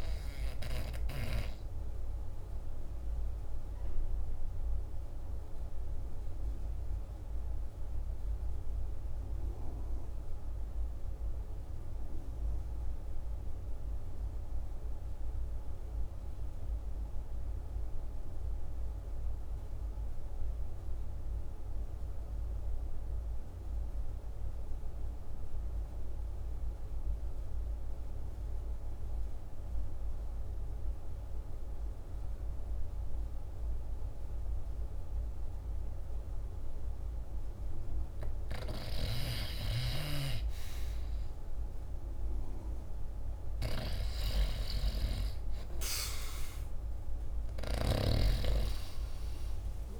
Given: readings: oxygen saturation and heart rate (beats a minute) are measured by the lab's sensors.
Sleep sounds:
breathing in sleep by a room microphone; 1
0.00-13.50 s: oxygen desaturation (device-marked, oxygen 74% lowest, heart rate 50 extreme)
5.00-37.00 s: obstructive apnea (oxygen 90% before, 72% lowest, heart rate 61 before, 50 extreme, up 8 after)
26.50-50.00 s: oxygen desaturation (device-marked, oxygen 99% before, 72% lowest, heart rate 50 before, 51 extreme)
41.00-46.50 s: arousal
From the record:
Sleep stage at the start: REM sleep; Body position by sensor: on the back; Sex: male

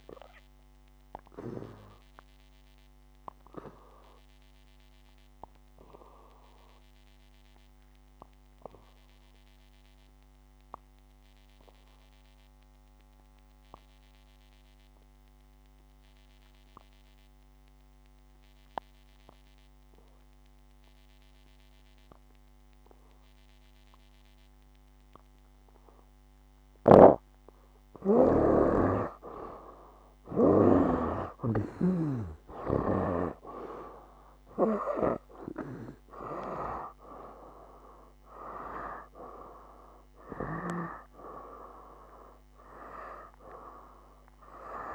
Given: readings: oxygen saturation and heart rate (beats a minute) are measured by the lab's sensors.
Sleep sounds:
breathing in sleep by a microphone on the trachea; 1
0.00-17.50 s: oxygen desaturation (device-marked, oxygen 78% lowest, heart rate 57 extreme)
2.00-27.00 s: obstructive apnea (oxygen 99% before, 76% lowest, heart rate 63 before, 57 extreme, up 13 after)
23.50-44.95 s: oxygen desaturation (device-marked, oxygen 98% before, 76% lowest, heart rate 61 before, 61 extreme)
27.00-31.00 s: snoring (device-marked)
33.50-37.50 s: arousal
From the record:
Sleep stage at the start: N2 (light sleep); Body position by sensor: on the back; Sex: male

